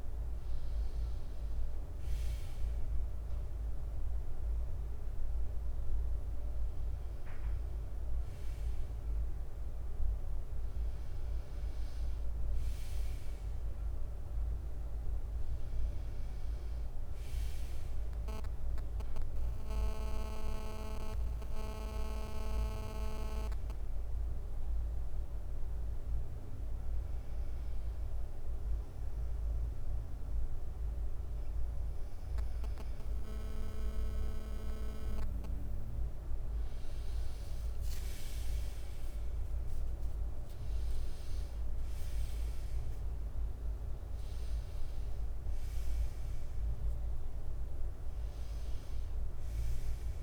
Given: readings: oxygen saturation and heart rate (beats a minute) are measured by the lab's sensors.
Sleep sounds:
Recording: breathing in sleep by a room microphone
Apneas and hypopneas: 1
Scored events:
1.50-8.50 s: bradycardia (device-marked, heart rate 65 before, 59 extreme)
8.50-39.50 s: drop in pulse transit time (device-marked, heart rate 63 before, 56 extreme)
15.50-18.50 s: arousal
17.50-27.50 s: bradycardia (device-marked, heart rate 65 before, 56 extreme)
20.50-32.50 s: hypopnea (oxygen 98% before, 92% lowest, heart rate 60 before, 57 extreme, up 9 after)
38.00-42.50 s: arousal
From the record:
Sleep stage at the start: N2 (light sleep)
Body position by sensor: on the right side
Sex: male

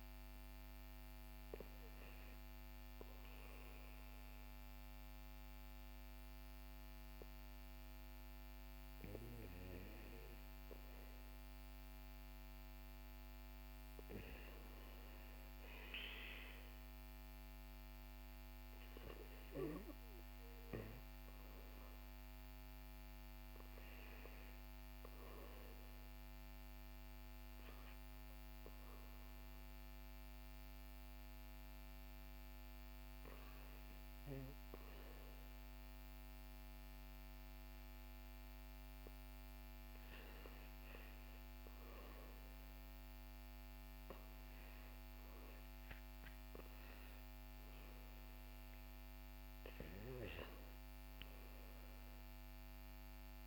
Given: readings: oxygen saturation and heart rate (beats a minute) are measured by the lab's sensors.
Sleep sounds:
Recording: breathing in sleep by a microphone on the trachea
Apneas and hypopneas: none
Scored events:
none scored
From the record:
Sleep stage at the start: REM sleep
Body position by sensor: on the back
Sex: male

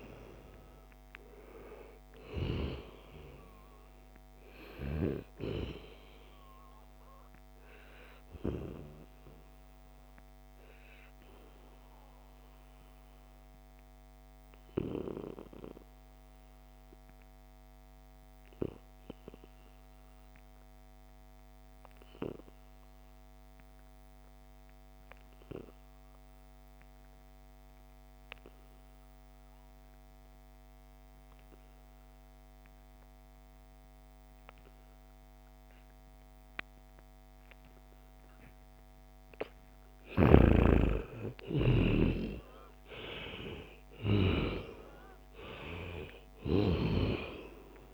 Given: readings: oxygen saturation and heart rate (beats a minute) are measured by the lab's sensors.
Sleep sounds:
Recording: breathing in sleep by a microphone on the trachea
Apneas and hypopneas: 1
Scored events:
0.00-21.00 s: oxygen desaturation (device-marked, oxygen 91% lowest, heart rate 70 extreme)
6.00-8.00 s: long interval between heartbeats (device-marked, heart rate 75 before, 89 extreme)
7.00-39.00 s: obstructive apnea (oxygen 97% before, 88% lowest, heart rate 76 before, 70 extreme, up 4 after)
31.00-47.94 s: oxygen desaturation (device-marked, oxygen 97% before, 88% lowest, heart rate 75 before, 70 extreme)
40.50-44.00 s: arousal
From the record:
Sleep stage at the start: N2 (light sleep)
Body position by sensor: on the back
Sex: male

